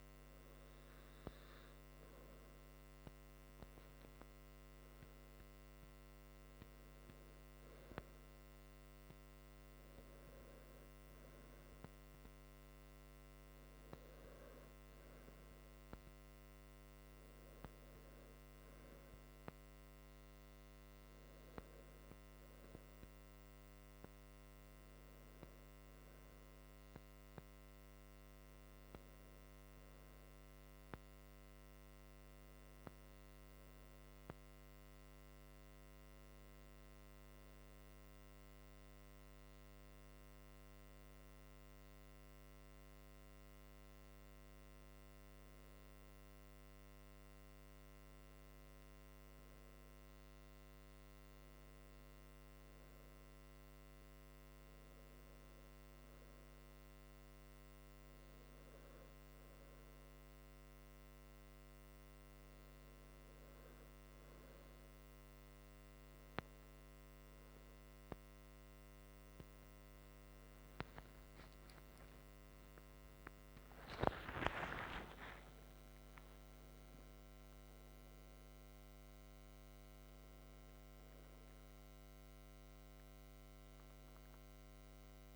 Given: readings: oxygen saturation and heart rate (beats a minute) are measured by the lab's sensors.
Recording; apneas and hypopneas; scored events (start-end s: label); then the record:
breathing in sleep, hard to hear, by a microphone on the trachea; none
72.00-76.50 s: arousal
From the record:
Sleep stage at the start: N2 (light sleep); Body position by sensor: on the back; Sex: male